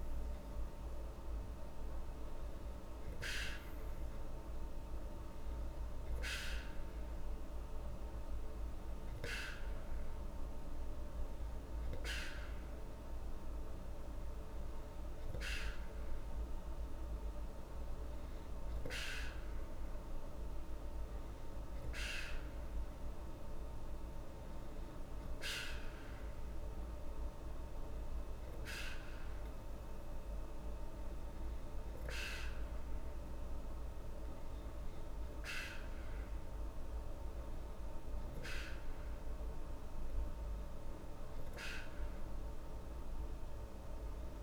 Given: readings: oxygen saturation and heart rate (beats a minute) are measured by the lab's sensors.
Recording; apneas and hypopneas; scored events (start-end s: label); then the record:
breathing in sleep by a room microphone; none
none scored
From the record:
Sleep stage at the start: N2 (light sleep); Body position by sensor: on the back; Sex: female